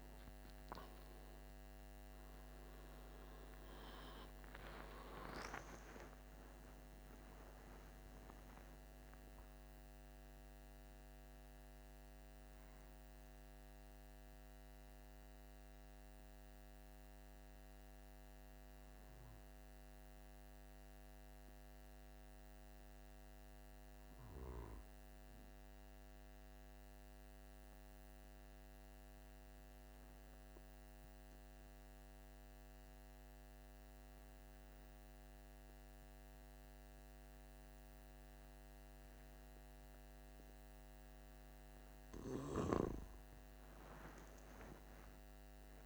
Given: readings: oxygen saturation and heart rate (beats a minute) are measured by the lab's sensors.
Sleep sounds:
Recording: breathing in sleep by a microphone on the trachea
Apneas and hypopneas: 1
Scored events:
4.50-10.00 s: arousal
25.00-41.00 s: obstructive apnea (oxygen 94% before, 94% lowest, heart rate 50 before, 46 extreme, up 3 after)
43.50-45.86 s: arousal
From the record:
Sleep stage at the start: N2 (light sleep)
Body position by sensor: on the back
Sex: male

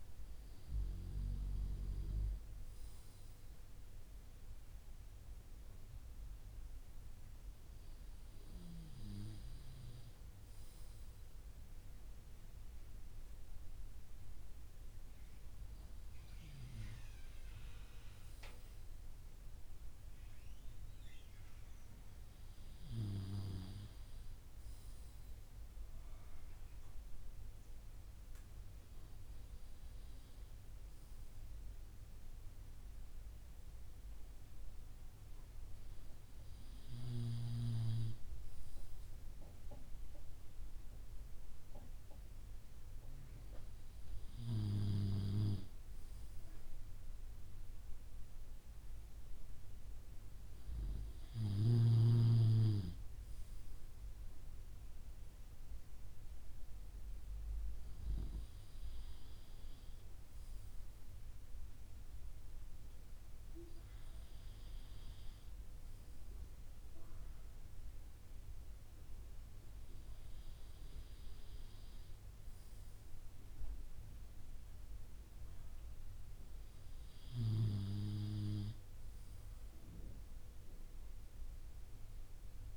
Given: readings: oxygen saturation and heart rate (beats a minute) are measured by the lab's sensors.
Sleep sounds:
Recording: breathing in sleep by a room microphone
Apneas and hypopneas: none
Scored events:
none scored
From the record:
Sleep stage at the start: N2 (light sleep)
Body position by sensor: on the back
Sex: male

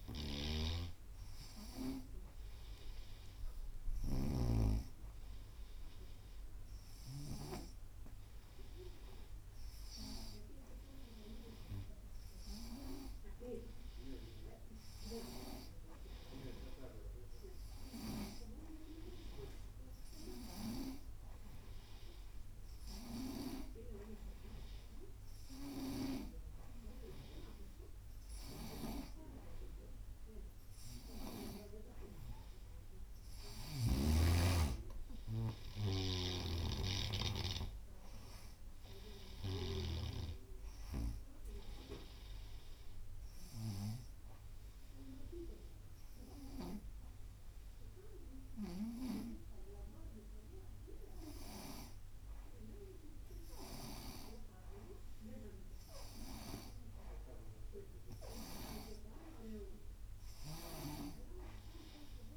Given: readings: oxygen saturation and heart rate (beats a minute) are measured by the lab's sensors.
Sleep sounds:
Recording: breathing in sleep by a room microphone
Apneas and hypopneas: 1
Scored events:
0.00-4.50 s: snoring (device-marked)
36.00-40.00 s: arousal
36.00-40.00 s: snoring (device-marked)
41.50-50.50 s: oxygen desaturation (device-marked, oxygen 93% before, 90% lowest, heart rate 91 before, 90 extreme)
44.50-54.50 s: hypopnea (oxygen 95% before, 89% lowest, heart rate 91 before, 90 extreme, up 0 after)
56.50-59.50 s: arousal
60.50-62.37 s: snoring (device-marked)
From the record:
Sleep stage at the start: N2 (light sleep)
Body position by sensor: on the right side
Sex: female

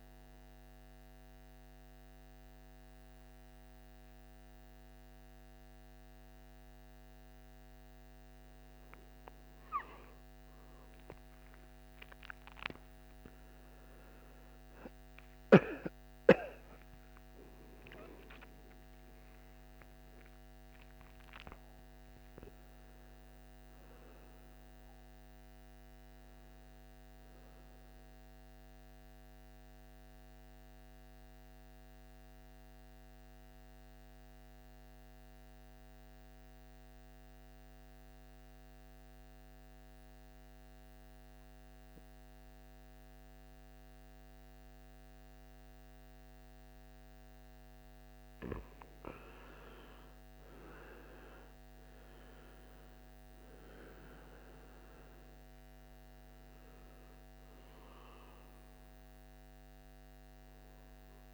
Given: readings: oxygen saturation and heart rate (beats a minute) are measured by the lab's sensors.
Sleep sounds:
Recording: breathing in sleep by a microphone on the trachea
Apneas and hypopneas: 1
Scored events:
0.00-3.50 s: oxygen desaturation (device-marked, oxygen 93% lowest, heart rate 55 extreme)
16.00-20.50 s: arousal
28.00-47.50 s: obstructive apnea (oxygen 97% before, 87% lowest, heart rate 68 before, 52 extreme, up 16 after)
48.50-61.34 s: oxygen desaturation (device-marked, oxygen 97% before, 91% lowest, heart rate 55 before, 56 extreme)
49.00-52.50 s: arousal
From the record:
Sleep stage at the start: N2 (light sleep)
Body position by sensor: on the right side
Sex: male

